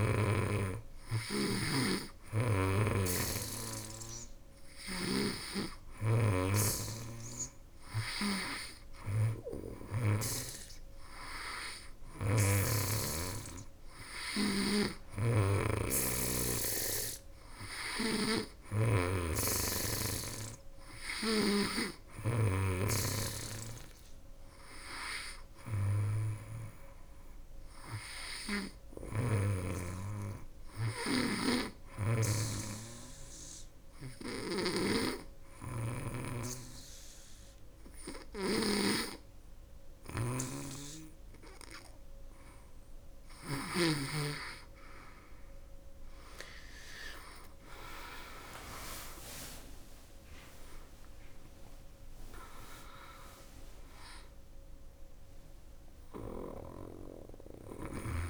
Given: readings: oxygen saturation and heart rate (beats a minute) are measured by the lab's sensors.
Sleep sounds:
breathing in sleep by a room microphone; 1
0.00-9.50 s: snoring (device-marked)
11.50-18.50 s: snoring (device-marked)
26.00-29.00 s: arousal
28.50-32.00 s: snoring (device-marked)
31.00-43.00 s: obstructive apnea (oxygen 98% before, 95% lowest, heart rate 81 before, 75 extreme, up 12 after)
34.00-43.00 s: snoring (device-marked)
46.00-49.50 s: arousal
From the record:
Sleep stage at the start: N2 (light sleep); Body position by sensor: on the back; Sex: female

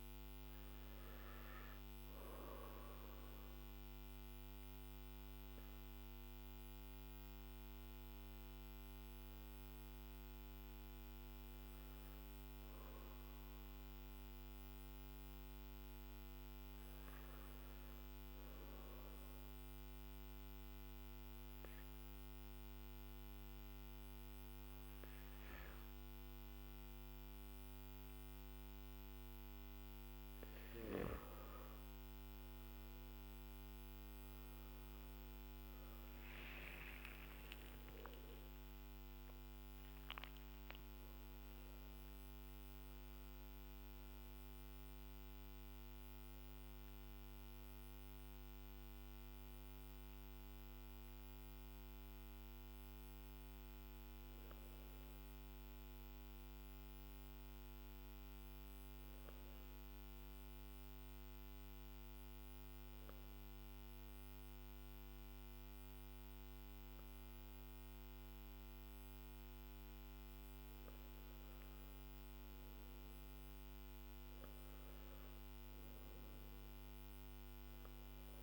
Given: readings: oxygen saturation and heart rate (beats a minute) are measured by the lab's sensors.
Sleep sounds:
breathing in sleep, hard to hear, by a microphone on the trachea; 2
19.00-31.00 s: obstructive apnea (oxygen 97% before, 93% lowest, heart rate 52 before, 52 extreme, up 8 after)
38.00-52.00 s: oxygen desaturation (device-marked, oxygen 96% before, 93% lowest, heart rate 56 before, 52 extreme)
52.00-66.00 s: hypopnea (oxygen 97% before, 93% lowest, heart rate 58 before, 52 extreme, up 2 after)
From the record:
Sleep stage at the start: N3 (deep sleep); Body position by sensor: on the back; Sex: male

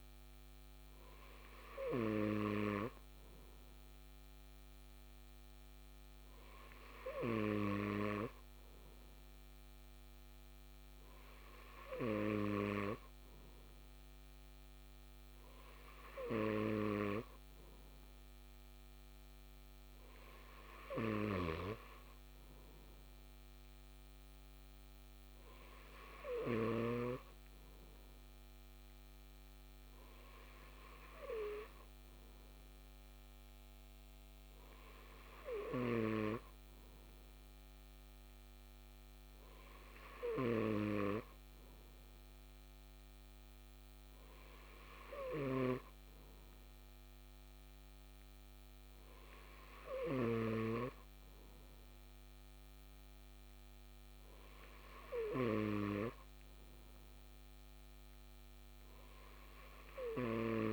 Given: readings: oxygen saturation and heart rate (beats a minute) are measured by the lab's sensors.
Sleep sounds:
breathing in sleep by a microphone on the trachea; none
none scored
From the record:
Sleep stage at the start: N2 (light sleep); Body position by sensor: on the left side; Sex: male

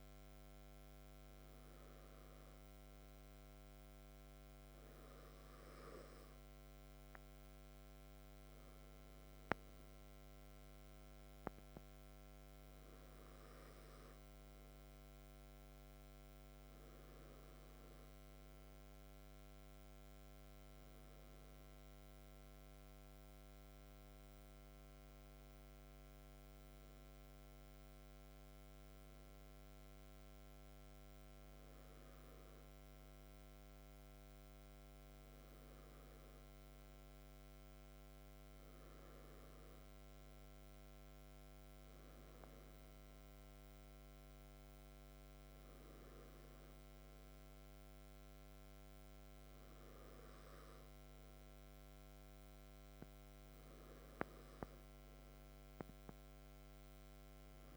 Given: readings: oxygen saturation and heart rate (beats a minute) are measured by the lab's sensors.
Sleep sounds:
breathing in sleep, hard to hear, by a microphone on the trachea; 1
20.50-33.00 s: hypopnea (oxygen 97% before, 96% lowest, heart rate 60 before, 51 extreme, up 0 after)
37.00-42.00 s: arousal
From the record:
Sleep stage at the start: REM sleep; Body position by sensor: on the back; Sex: male

